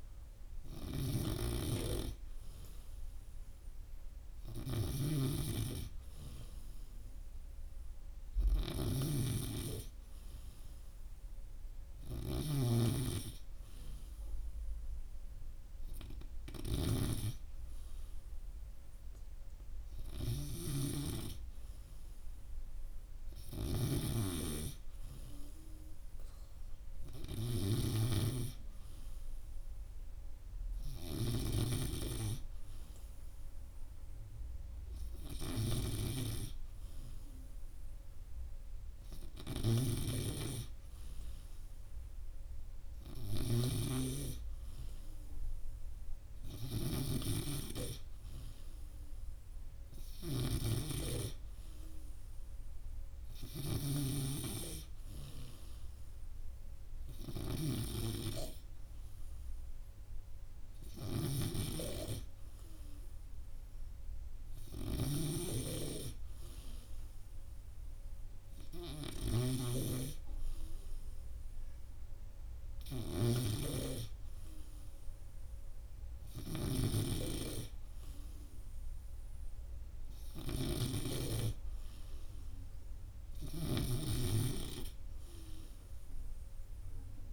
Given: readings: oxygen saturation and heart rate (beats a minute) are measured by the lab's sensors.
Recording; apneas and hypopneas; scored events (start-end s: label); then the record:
breathing in sleep by a room microphone; none
42.50-87.33 s: new sleep stage, N3 (deep sleep)
From the record:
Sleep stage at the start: N2 (light sleep); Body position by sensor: on the right side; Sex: male